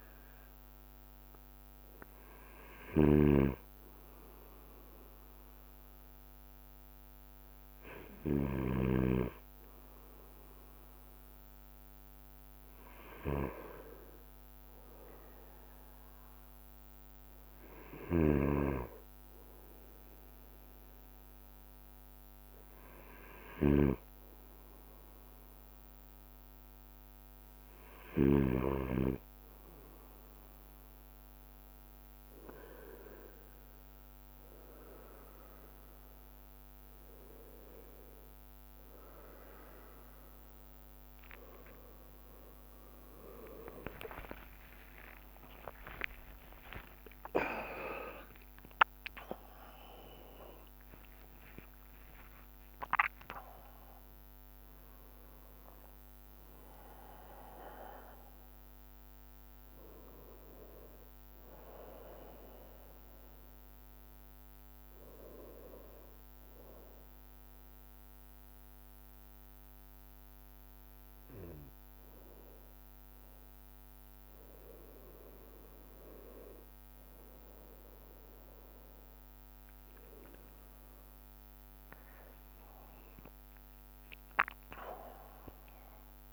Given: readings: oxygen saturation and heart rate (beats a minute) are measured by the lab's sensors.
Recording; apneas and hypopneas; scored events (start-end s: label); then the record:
breathing in sleep by a microphone on the trachea; none
0.00-27.00 s: bradycardia (device-marked)
0.00-29.00 s: snoring (device-marked)
1.00-3.00 s: long interval between heartbeats (device-marked, heart rate 49 before, 45 extreme)
4.00-7.00 s: drop in pulse transit time (device-marked)
9.50-11.50 s: long interval between heartbeats (device-marked, heart rate 45 before, 28 extreme)
12.00-24.00 s: drop in pulse transit time (device-marked)
22.00-24.00 s: long interval between heartbeats (device-marked, heart rate 31 before, 46 extreme)
32.00-75.00 s: bradycardia (device-marked)
33.00-35.00 s: long interval between heartbeats (device-marked, heart rate 40 before, 60 extreme)
37.00-43.00 s: drop in pulse transit time (device-marked, heart rate 46 before, 33 extreme)
37.50-39.50 s: long interval between heartbeats (device-marked, heart rate 46 before, 46 extreme)
41.50-43.50 s: long interval between heartbeats (device-marked, heart rate 49 before, 36 extreme)
43.00-48.50 s: arousal
47.00-49.00 s: long interval between heartbeats (device-marked, heart rate 46 before, 55 extreme)
48.00-86.32 s: new sleep stage, N1 (lightest sleep)
From the record:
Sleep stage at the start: N2 (light sleep); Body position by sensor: on the right side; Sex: male